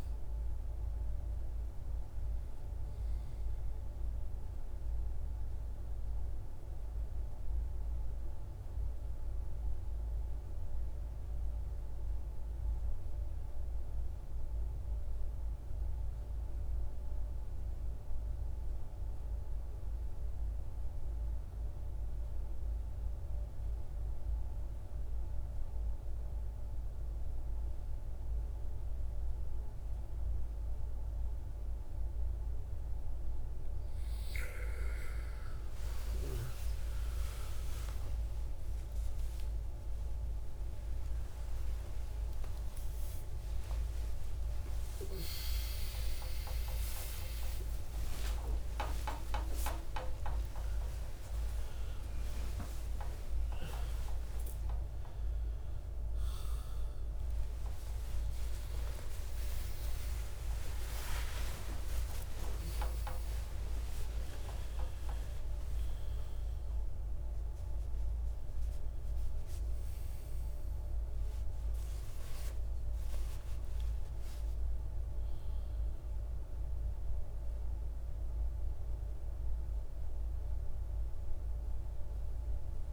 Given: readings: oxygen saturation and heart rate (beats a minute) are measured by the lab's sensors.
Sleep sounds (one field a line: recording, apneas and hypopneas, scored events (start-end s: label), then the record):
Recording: a person partly awake in a sleep study, by a room microphone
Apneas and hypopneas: 1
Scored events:
0.00-17.50 s: oxygen desaturation (device-marked, oxygen 89% lowest, heart rate 56 extreme)
8.50-33.00 s: mixed apnea (oxygen 99% before, 81% lowest, heart rate 60 before, 56 extreme, up 18 after)
27.50-59.50 s: oxygen desaturation (device-marked, oxygen 97% before, 81% lowest, heart rate 57 before, 55 extreme)
39.50-69.50 s: new sleep stage, awake
69.50-82.93 s: new sleep stage, N1 (lightest sleep)
From the record:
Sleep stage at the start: N2 (light sleep)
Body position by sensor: on the back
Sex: male